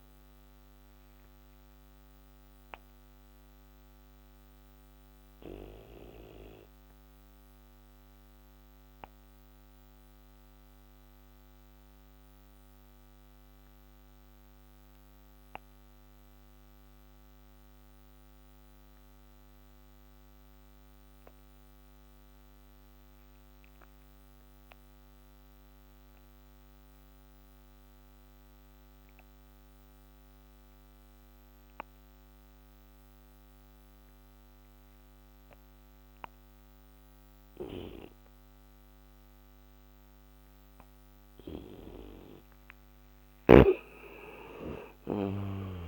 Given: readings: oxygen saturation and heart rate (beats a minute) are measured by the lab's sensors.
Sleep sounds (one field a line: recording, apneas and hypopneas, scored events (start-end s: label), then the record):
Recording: breathing in sleep by a microphone on the trachea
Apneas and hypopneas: 1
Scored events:
2.00-40.50 s: obstructive apnea (oxygen 98% before, 86% lowest, heart rate 47 before, 27 extreme, up 22 after)
3.00-20.00 s: oxygen desaturation (device-marked, oxygen 95% before, 87% lowest, heart rate 45 before, 56 extreme)
43.00-45.88 s: oxygen desaturation (device-marked, oxygen 97% before, 86% lowest, heart rate 66 before, 27 extreme)
43.50-45.88 s: arousal
From the record:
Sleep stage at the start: N2 (light sleep)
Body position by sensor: on the back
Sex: male